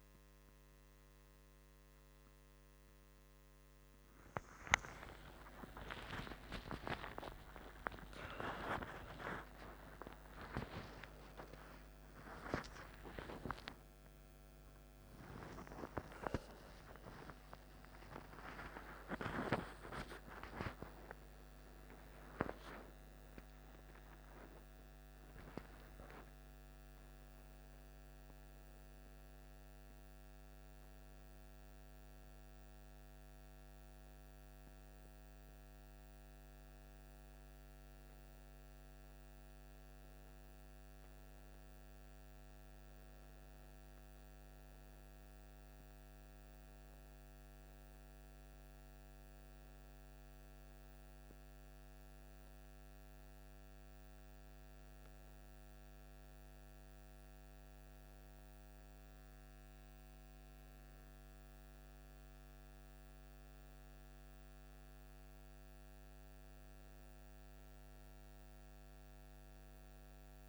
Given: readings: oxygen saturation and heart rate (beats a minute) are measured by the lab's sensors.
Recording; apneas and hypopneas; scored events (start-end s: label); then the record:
a person partly awake in a sleep study, by a microphone on the trachea; none
10.50-12.50 s: long interval between heartbeats (device-marked, heart rate 70 before, 132 extreme)
15.50-17.50 s: long interval between heartbeats (device-marked, heart rate 92 before, 160 extreme)
17.50-19.50 s: long interval between heartbeats (device-marked, heart rate 102 before, 173 extreme)
22.00-70.49 s: new sleep stage, N1 (lightest sleep)
From the record:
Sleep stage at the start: awake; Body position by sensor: on the back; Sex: male